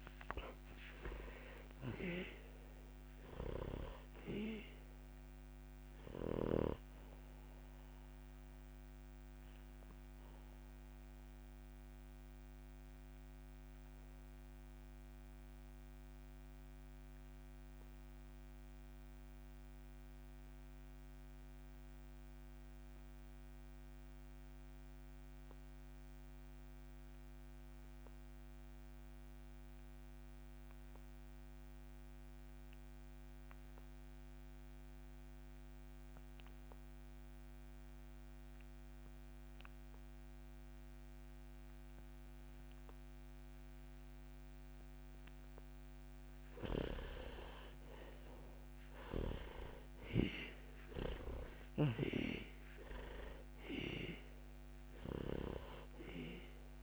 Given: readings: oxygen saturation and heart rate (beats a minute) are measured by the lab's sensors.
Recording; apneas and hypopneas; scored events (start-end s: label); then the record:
breathing in sleep by a microphone on the trachea; 1
0.00-27.50 s: oxygen desaturation (device-marked, oxygen 78% lowest, heart rate 55 extreme)
10.00-45.50 s: obstructive apnea (oxygen 94% before, 78% lowest, heart rate 64 before, 63 extreme, up 4 after)
39.50-56.83 s: oxygen desaturation (device-marked, oxygen 99% before, 80% lowest, heart rate 67 before, 63 extreme)
49.00-54.00 s: arousal
From the record:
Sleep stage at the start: REM sleep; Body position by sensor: on the back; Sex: male